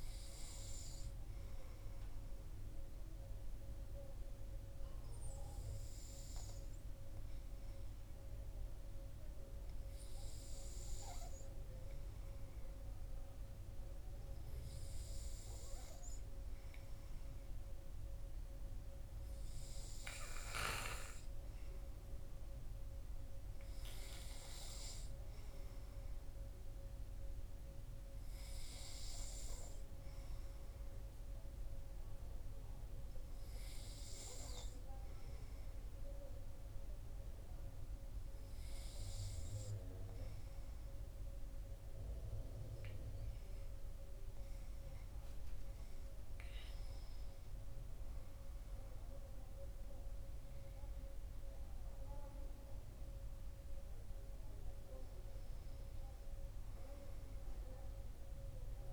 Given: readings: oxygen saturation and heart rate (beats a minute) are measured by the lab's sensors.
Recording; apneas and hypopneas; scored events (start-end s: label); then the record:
breathing in sleep, hard to hear, by a room microphone; none
43.00-58.93 s: new sleep stage, REM sleep
From the record:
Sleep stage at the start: N2 (light sleep); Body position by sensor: on the back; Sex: male